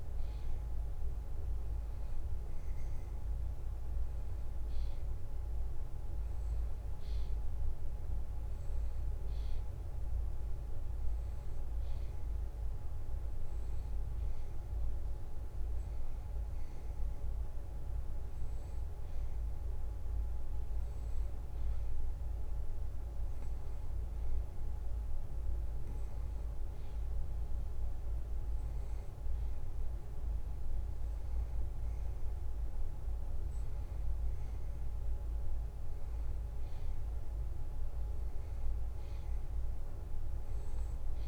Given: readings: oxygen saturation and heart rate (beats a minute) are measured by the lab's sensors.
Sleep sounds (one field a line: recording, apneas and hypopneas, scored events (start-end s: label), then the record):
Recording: breathing in sleep, hard to hear, by a room microphone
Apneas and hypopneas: none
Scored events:
none scored
From the record:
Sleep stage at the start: N2 (light sleep)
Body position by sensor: on the back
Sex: male